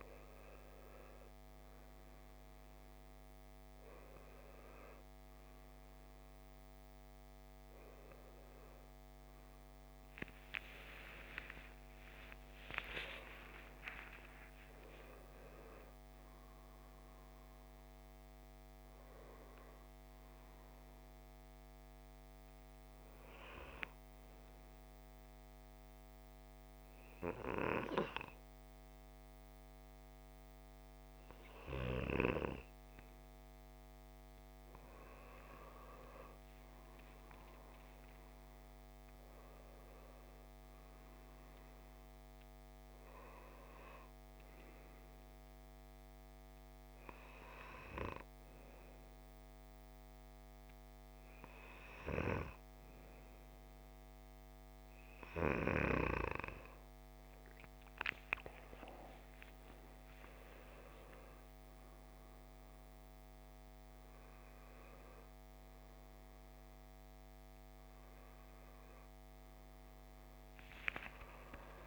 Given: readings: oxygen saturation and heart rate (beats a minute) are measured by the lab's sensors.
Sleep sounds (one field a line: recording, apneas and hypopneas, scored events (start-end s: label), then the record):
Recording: breathing in sleep by a microphone on the trachea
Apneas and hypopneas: 1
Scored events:
11.00-15.00 s: arousal
23.50-35.50 s: hypopnea (oxygen 96% before, 94% lowest, heart rate 40 before, 54 extreme, up 18 after)
37.00-41.00 s: arousal
58.00-71.87 s: new sleep stage, awake
From the record:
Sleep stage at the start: N2 (light sleep)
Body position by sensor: on the back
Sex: male